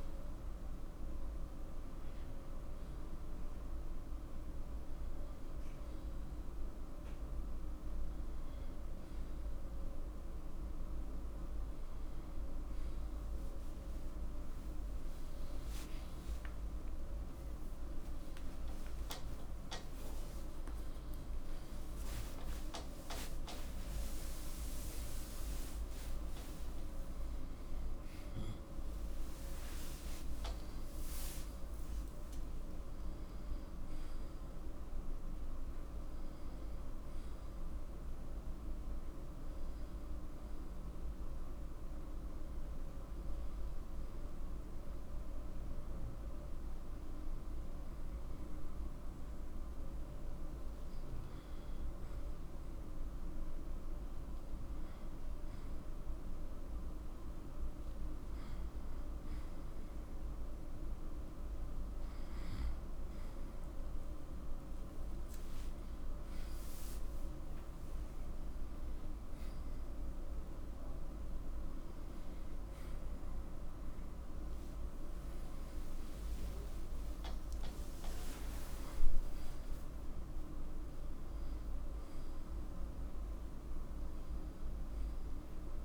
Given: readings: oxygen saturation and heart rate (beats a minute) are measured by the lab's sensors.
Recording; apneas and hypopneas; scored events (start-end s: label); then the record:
breathing in sleep, hard to hear, by a room microphone; 1
16.50-22.50 s: arousal
32.50-37.00 s: arousal
42.00-59.00 s: hypopnea (oxygen 93% before, 90% lowest, heart rate 93 before, 74 extreme, up 10 after)
70.50-76.00 s: arousal
From the record:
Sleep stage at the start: N1 (lightest sleep); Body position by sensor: on the right side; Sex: male